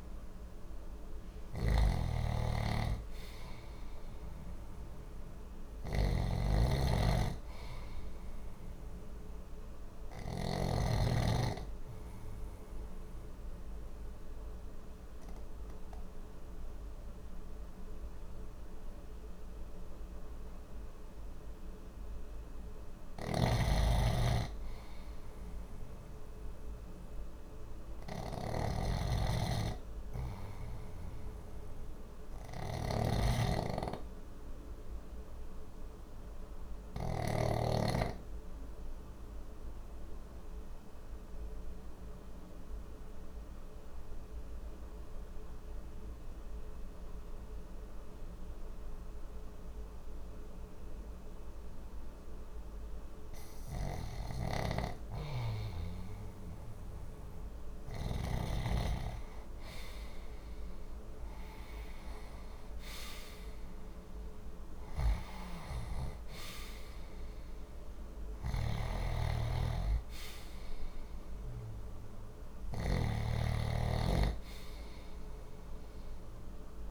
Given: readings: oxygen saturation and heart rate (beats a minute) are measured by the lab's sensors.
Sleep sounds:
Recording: breathing in sleep by a room microphone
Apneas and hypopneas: 2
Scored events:
0.00-10.00 s: snoring (device-marked)
11.00-22.50 s: obstructive apnea (oxygen 94% before, 90% lowest, heart rate 61 before, 59 extreme, up 0 after)
13.00-22.00 s: oxygen desaturation (device-marked, oxygen 93% before, 90% lowest, heart rate 62 before, 59 extreme)
22.50-37.00 s: snoring (device-marked)
25.50-29.50 s: arousal
33.50-55.00 s: obstructive apnea (oxygen 96% before, 90% lowest, heart rate 61 before, 60 extreme, up 2 after)
38.00-60.00 s: oxygen desaturation (device-marked, oxygen 96% before, 92% lowest, heart rate 60 before, 60 extreme)
60.50-65.50 s: arousal
68.00-76.91 s: snoring (device-marked)
From the record:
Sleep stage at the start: REM sleep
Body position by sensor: on the left side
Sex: male

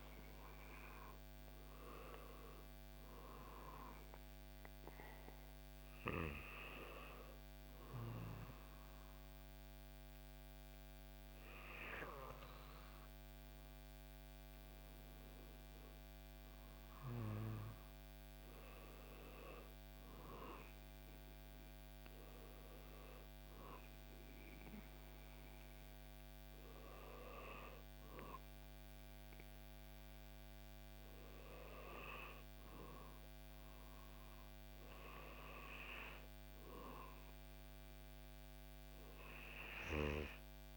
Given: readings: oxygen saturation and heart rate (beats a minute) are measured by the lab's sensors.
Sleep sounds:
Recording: breathing in sleep by a microphone on the trachea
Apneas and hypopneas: 1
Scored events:
4.50-15.50 s: hypopnea (oxygen 96% before, 93% lowest, heart rate 72 before, 64 extreme, up 7 after)
17.50-20.00 s: arousal
From the record:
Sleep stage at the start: N2 (light sleep)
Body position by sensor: on the back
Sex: male

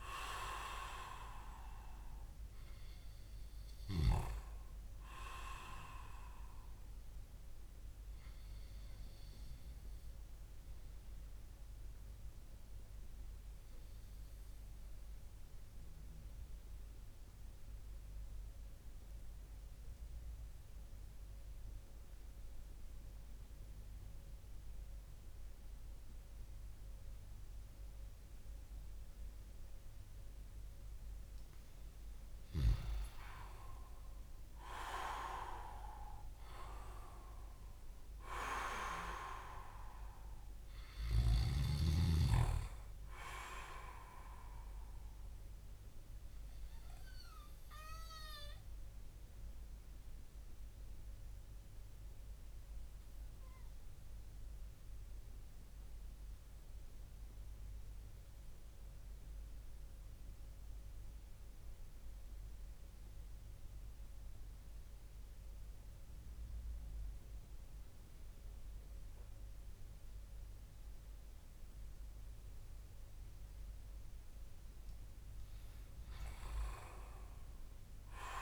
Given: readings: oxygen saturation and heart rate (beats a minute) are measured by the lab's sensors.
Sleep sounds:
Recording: breathing in sleep by a room microphone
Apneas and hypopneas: 2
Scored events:
13.00-30.50 s: obstructive apnea (oxygen 99% before, 96% lowest)
33.00-37.50 s: arousal
47.50-73.00 s: obstructive apnea (oxygen 99% before, 96% lowest)
75.00-78.42 s: arousal
From the record:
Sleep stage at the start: N2 (light sleep)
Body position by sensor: on the back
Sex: male

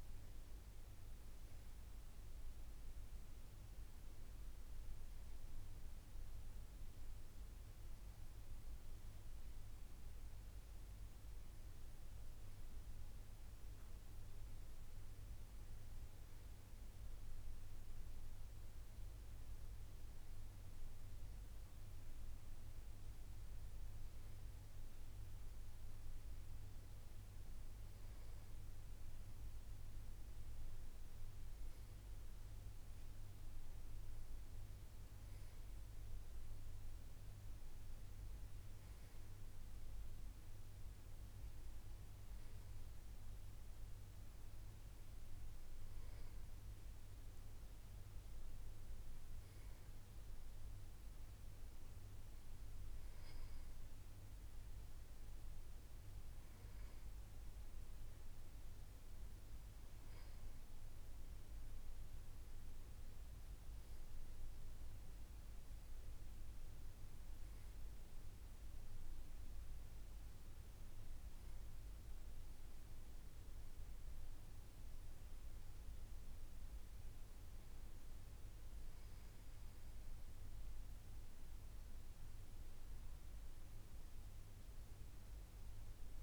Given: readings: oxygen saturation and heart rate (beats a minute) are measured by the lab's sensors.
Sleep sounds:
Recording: breathing in sleep, hard to hear, by a room microphone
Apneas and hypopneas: none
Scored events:
none scored
From the record:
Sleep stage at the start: N2 (light sleep)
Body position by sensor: on the back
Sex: male

